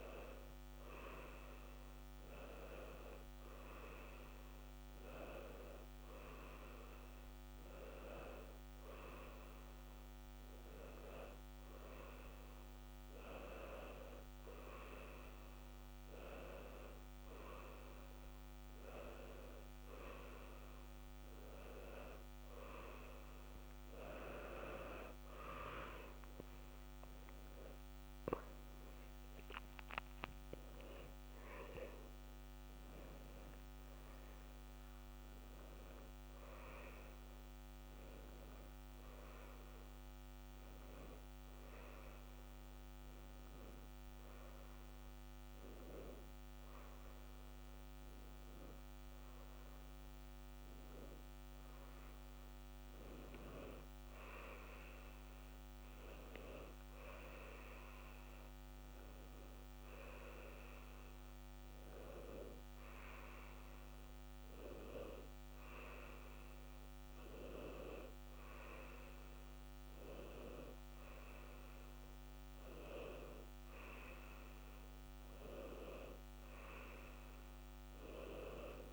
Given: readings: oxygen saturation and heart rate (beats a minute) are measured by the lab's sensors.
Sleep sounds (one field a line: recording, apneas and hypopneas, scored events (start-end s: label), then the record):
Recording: a person awake in a sleep study, by a microphone on the trachea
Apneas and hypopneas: none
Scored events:
75.00-78.93 s: new sleep stage, N1 (lightest sleep)
From the record:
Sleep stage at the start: awake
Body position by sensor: on the left side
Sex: male